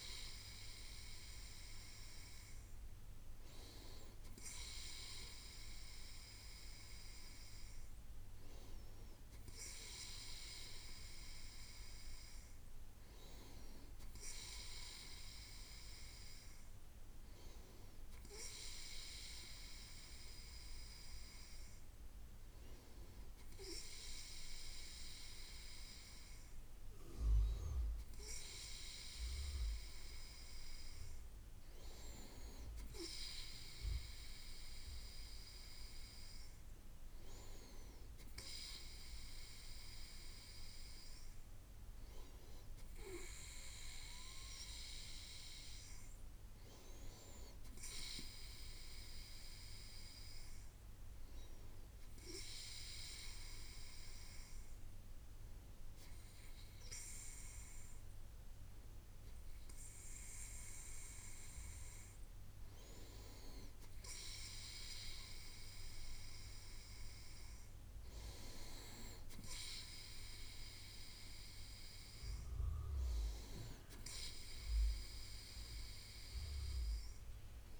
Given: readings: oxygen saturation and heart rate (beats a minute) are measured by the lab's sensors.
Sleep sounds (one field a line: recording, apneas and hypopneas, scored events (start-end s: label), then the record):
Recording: breathing in sleep by a room microphone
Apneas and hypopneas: none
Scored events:
none scored
From the record:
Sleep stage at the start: N2 (light sleep)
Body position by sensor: on the right side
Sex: male